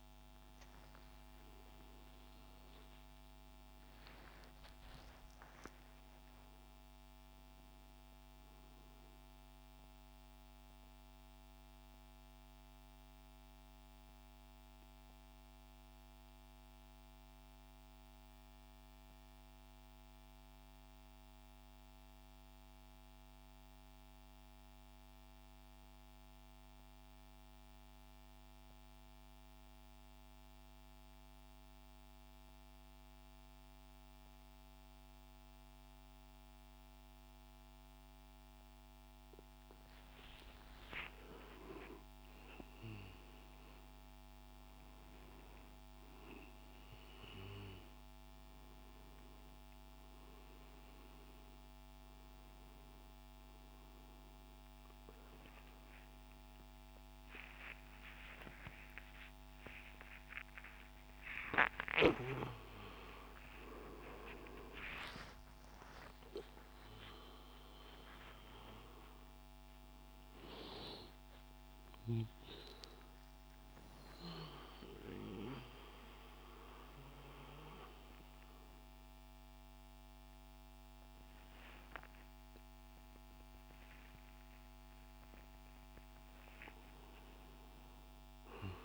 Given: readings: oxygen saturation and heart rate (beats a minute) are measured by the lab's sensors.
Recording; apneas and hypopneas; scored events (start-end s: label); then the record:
a person partly awake in a sleep study, by a microphone on the trachea; 1
9.50-39.00 s: mixed apnea (oxygen 99% before, 93% lowest, heart rate 114 before, 29 extreme, up 7 after)
38.50-63.50 s: oxygen desaturation (device-marked, oxygen 98% before, 93% lowest)
51.50-81.50 s: new sleep stage, awake
81.50-88.85 s: new sleep stage, N2 (light sleep)
From the record:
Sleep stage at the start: N2 (light sleep); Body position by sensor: on the right side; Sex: male